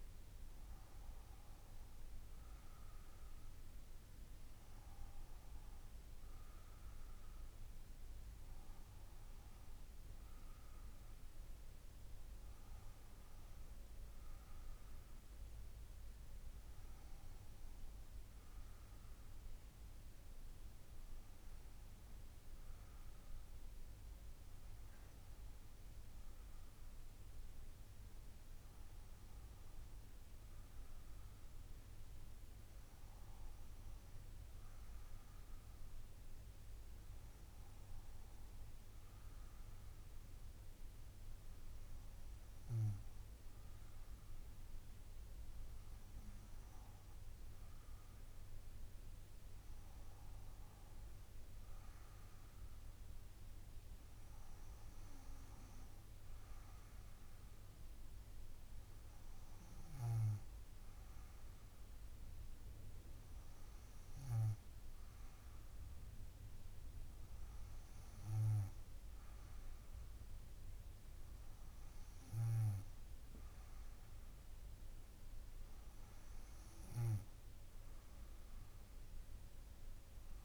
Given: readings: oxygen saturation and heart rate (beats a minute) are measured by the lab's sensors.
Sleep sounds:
breathing in sleep, hard to hear, by a room microphone; none
none scored
From the record:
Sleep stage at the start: N2 (light sleep); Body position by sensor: on the back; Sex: female

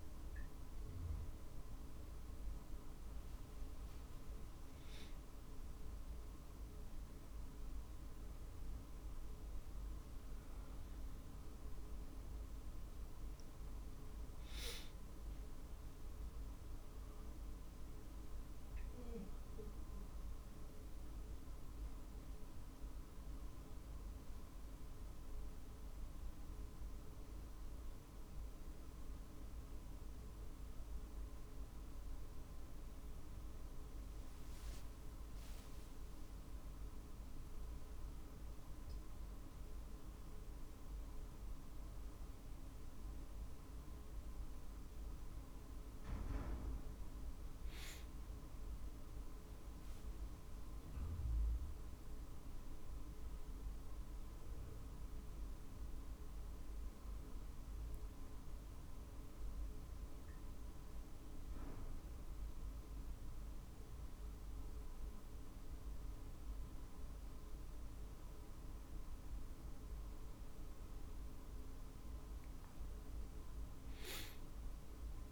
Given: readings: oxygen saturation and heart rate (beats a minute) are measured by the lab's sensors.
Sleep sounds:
a person awake in a sleep study, hard to hear, by a room microphone; none
11.00-27.00 s: drop in pulse transit time (device-marked, heart rate 50 before, 48 extreme)
24.50-26.50 s: long interval between heartbeats (device-marked, heart rate 51 before, 52 extreme)
From the record:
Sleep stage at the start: awake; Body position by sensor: on the back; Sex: male

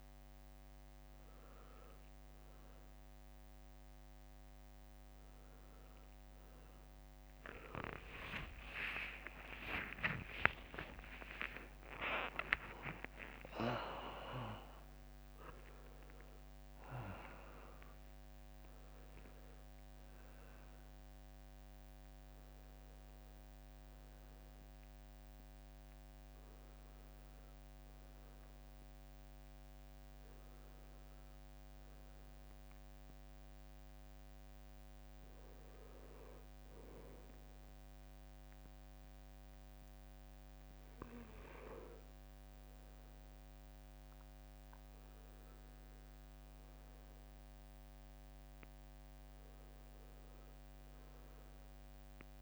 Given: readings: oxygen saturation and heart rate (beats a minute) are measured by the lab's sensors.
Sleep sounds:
a person awake in a sleep study, by a microphone on the trachea; none
7.00-12.00 s: tachycardia (device-marked, heart rate 67 before, 107 extreme)
8.00-10.00 s: long interval between heartbeats (device-marked, heart rate 75 before, 80 extreme)
10.50-12.50 s: long interval between heartbeats (device-marked, heart rate 76 before, 106 extreme)
17.00-29.00 s: drop in pulse transit time (device-marked, heart rate 84 before, 74 extreme)
44.00-52.42 s: new sleep stage, N2 (light sleep)
From the record:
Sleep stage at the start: awake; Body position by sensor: on the right side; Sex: male

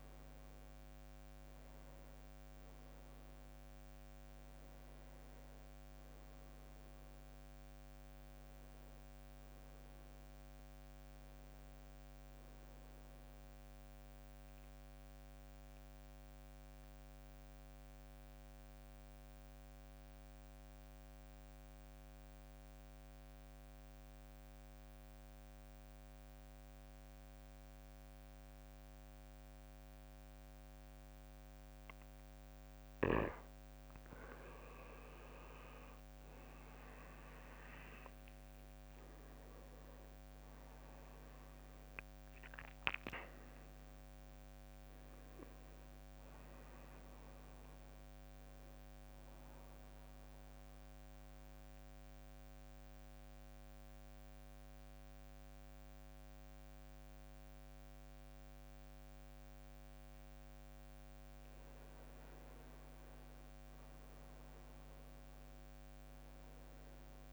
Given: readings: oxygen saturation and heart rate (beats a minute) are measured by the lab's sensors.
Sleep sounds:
breathing in sleep, hard to hear, by a microphone on the trachea; 2
6.50-10.50 s: arousal
14.50-33.00 s: mixed apnea (oxygen 99% before, 90% lowest, heart rate 64 before, 56 extreme, up 12 after)
29.50-54.50 s: oxygen desaturation (device-marked, oxygen 98% before, 90% lowest, heart rate 60 before, 54 extreme)
35.50-41.50 s: arousal
50.50-62.00 s: central apnea (oxygen 98% before, 93% lowest, heart rate 69 before, 54 extreme, up 14 after)
64.50-67.33 s: arousal
From the record:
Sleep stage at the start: N2 (light sleep); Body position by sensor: on the back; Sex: male

